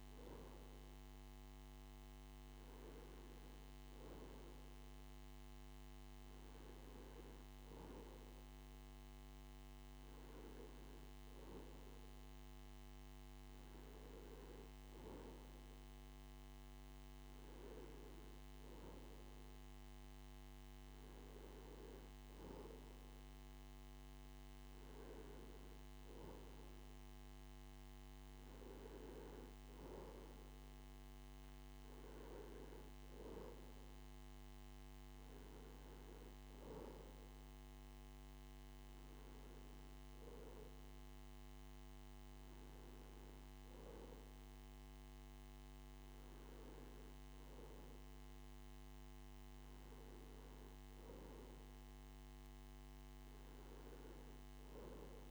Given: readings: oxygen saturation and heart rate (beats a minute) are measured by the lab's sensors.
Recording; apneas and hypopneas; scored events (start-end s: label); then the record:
breathing in sleep by a microphone on the trachea; none
none scored
From the record:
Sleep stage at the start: N2 (light sleep); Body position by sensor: on the left side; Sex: male